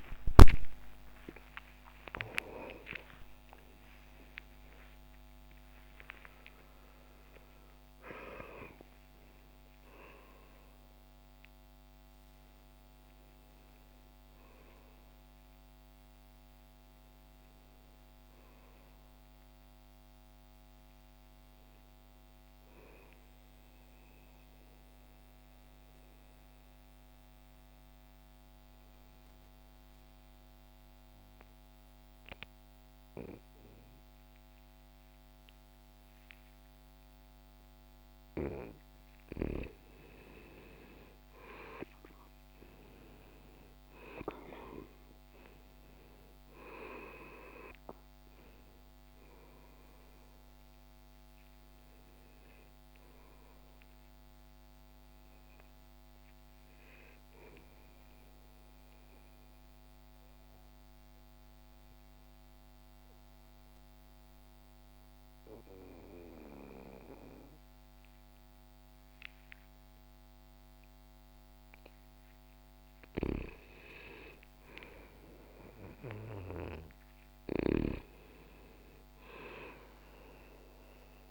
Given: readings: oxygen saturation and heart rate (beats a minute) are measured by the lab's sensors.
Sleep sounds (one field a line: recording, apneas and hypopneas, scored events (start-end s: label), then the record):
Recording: a person partly awake in a sleep study, by a microphone on the trachea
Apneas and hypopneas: 2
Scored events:
12.50-81.31 s: new sleep stage, N2 (light sleep)
23.00-38.50 s: central apnea (oxygen 99% before, 89% lowest, heart rate 103 before, 59 extreme, up 2 after)
40.00-43.50 s: arousal
41.50-71.50 s: oxygen desaturation (device-marked, oxygen 99% before, 89% lowest, heart rate 62 before, 60 extreme)
58.50-72.00 s: mixed apnea (oxygen 100% before, 89% lowest, heart rate 61 before, 60 extreme, up 1 after)
73.50-78.00 s: arousal
From the record:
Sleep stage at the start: awake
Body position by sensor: on the back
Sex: male